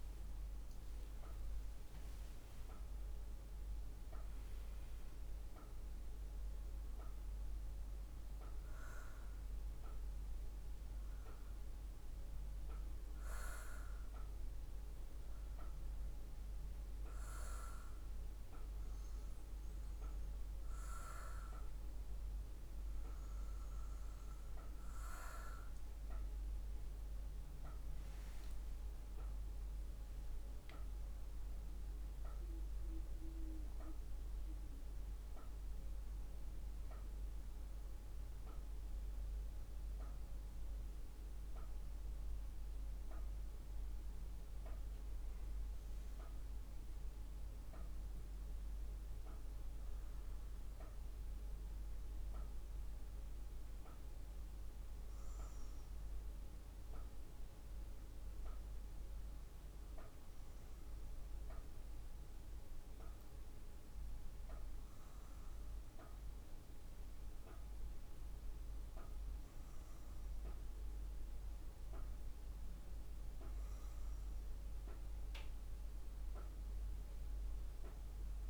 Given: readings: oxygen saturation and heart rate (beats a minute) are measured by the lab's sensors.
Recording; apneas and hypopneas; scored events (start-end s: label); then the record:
breathing in sleep, hard to hear, by a room microphone; 1
0.00-3.00 s: arousal
25.50-30.50 s: arousal
48.50-73.50 s: hypopnea (oxygen 99% before, 96% lowest, heart rate 54 before, 49 extreme, up 4 after)
75.50-78.49 s: arousal
From the record:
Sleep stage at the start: REM sleep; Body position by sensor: on the back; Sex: female